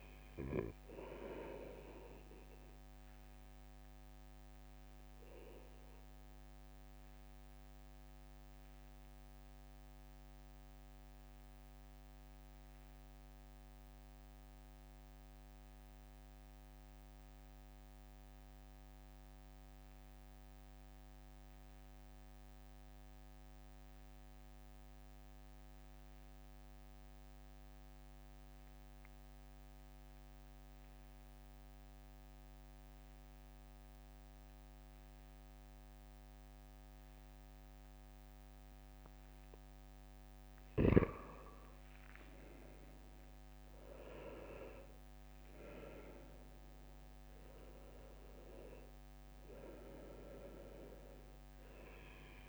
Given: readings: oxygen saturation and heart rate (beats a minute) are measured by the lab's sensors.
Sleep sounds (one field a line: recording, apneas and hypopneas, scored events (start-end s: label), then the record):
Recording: breathing in sleep by a microphone on the trachea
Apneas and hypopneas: 1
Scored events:
0.00-4.00 s: oxygen desaturation (device-marked, oxygen 90% lowest, heart rate 64 extreme)
3.50-40.00 s: obstructive apnea (oxygen 96% before, 89% lowest, heart rate 69 before, 63 extreme, up 7 after)
11.00-23.00 s: oxygen desaturation (device-marked, oxygen 92% before, 89% lowest, heart rate 69 before, 64 extreme)
39.00-52.49 s: oxygen desaturation (device-marked, oxygen 96% before, 92% lowest, heart rate 66 before, 63 extreme)
41.50-45.50 s: arousal
From the record:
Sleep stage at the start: N2 (light sleep)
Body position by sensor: on the right side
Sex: male